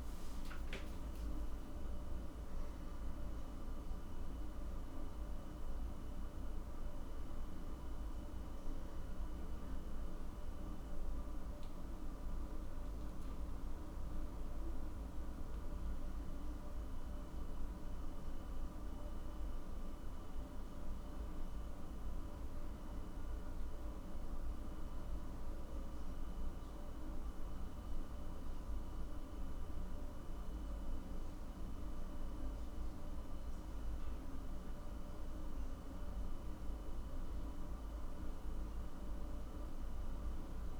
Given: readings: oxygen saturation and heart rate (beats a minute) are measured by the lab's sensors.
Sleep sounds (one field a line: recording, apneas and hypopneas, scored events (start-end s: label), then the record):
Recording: a person awake in a sleep study, hard to hear, by a room microphone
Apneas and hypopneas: none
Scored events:
none scored
From the record:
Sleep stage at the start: awake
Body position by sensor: on the back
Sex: male